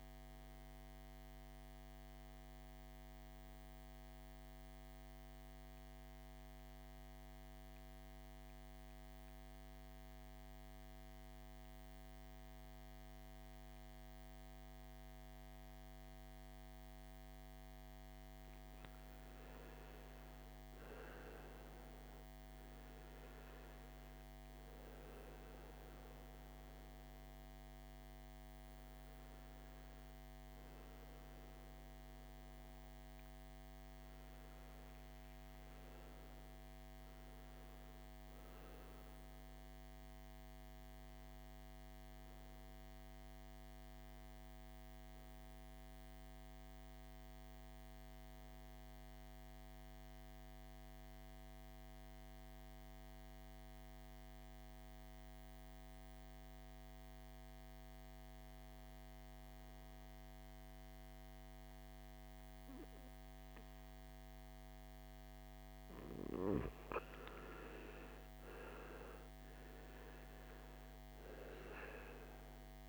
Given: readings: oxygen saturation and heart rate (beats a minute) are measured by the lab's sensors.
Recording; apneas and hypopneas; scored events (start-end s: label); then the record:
breathing in sleep, hard to hear, by a microphone on the trachea; 2
2.00-17.00 s: central apnea (oxygen 98% before, 92% lowest, heart rate 62 before, 51 extreme, up 13 after)
19.50-24.00 s: arousal
19.50-44.50 s: oxygen desaturation (device-marked, oxygen 98% before, 92% lowest, heart rate 54 before, 51 extreme)
47.50-64.50 s: mixed apnea (oxygen 98% before, 89% lowest, heart rate 66 before, 51 extreme, up 16 after)
62.50-72.89 s: oxygen desaturation (device-marked, oxygen 99% before, 91% lowest, heart rate 55 before, 54 extreme)
67.00-72.50 s: arousal
From the record:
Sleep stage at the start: N2 (light sleep); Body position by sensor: on the back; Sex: male